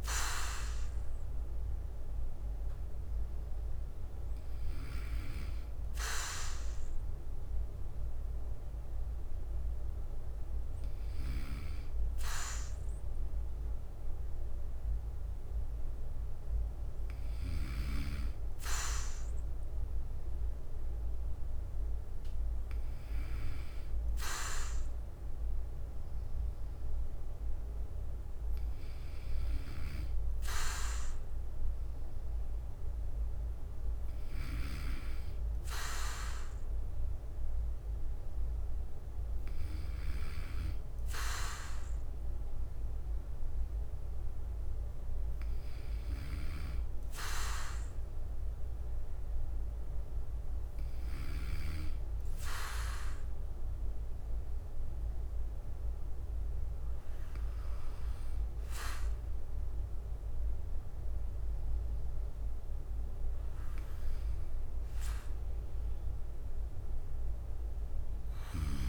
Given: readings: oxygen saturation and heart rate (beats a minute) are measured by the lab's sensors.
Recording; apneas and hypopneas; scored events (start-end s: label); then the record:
breathing in sleep by a room microphone; 1
0.00-68.89 s: bradycardia (device-marked, heart rate 50 extreme)
52.50-63.50 s: hypopnea (oxygen 98% before, 93% lowest, heart rate 55 before, 52 extreme, up 2 after)
65.50-68.89 s: arousal
From the record:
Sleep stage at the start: N2 (light sleep); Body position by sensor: on the back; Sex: male